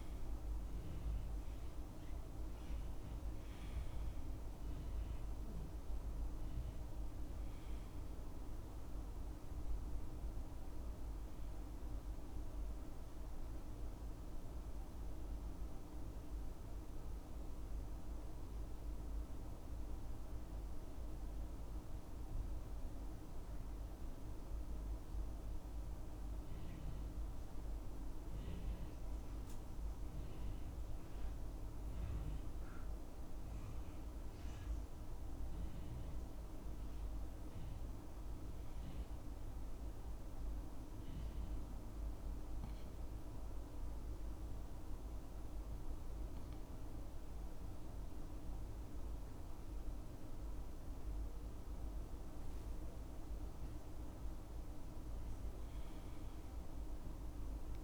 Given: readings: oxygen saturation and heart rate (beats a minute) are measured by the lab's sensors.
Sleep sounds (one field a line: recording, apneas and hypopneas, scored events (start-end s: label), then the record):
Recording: breathing in sleep, hard to hear, by a room microphone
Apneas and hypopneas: 2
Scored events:
0.00-2.50 s: arousal
6.00-28.00 s: oxygen desaturation (device-marked, oxygen 97% before, 91% lowest, heart rate 67 before, 63 extreme)
12.50-23.50 s: obstructive apnea (oxygen 97% before, 91% lowest, heart rate 67 before, 63 extreme, up 4 after)
28.00-32.00 s: arousal
39.50-51.00 s: obstructive apnea (oxygen 98% before, 94% lowest, heart rate 66 before, 66 extreme, up 3 after)
43.00-57.84 s: oxygen desaturation (device-marked, oxygen 98% before, 94% lowest, heart rate 67 before, 66 extreme)
54.50-57.84 s: arousal
From the record:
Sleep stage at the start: N2 (light sleep)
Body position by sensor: on the back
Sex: male